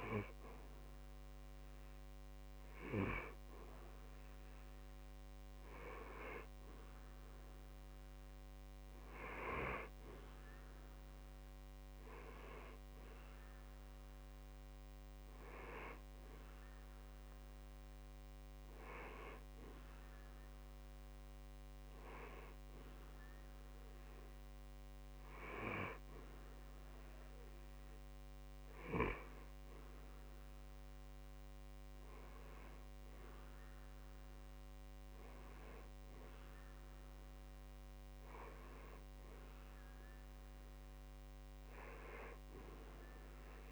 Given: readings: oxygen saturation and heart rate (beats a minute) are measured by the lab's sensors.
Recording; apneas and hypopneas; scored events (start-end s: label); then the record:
breathing in sleep by a microphone on the trachea; none
none scored
From the record:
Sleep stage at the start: N2 (light sleep); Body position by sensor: on the back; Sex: male